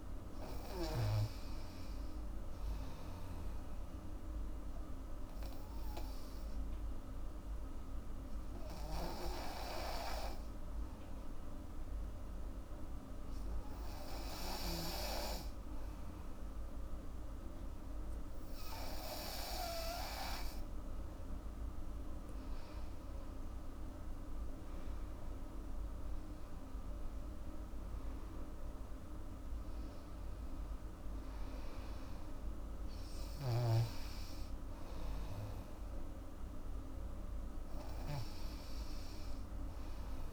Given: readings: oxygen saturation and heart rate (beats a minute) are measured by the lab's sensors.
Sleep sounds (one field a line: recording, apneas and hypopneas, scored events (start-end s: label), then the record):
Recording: breathing in sleep by a room microphone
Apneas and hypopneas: 1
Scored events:
0.00-8.50 s: oxygen desaturation (device-marked, oxygen 90% lowest, heart rate 76 extreme)
3.50-20.50 s: obstructive apnea (oxygen 98% before, 90% lowest, heart rate 83 before, 73 extreme, up 9 after)
17.50-40.33 s: oxygen desaturation (device-marked, oxygen 98% before, 90% lowest, heart rate 81 before, 73 extreme)
23.50-27.50 s: arousal
From the record:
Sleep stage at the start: N2 (light sleep)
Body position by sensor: on the back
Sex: female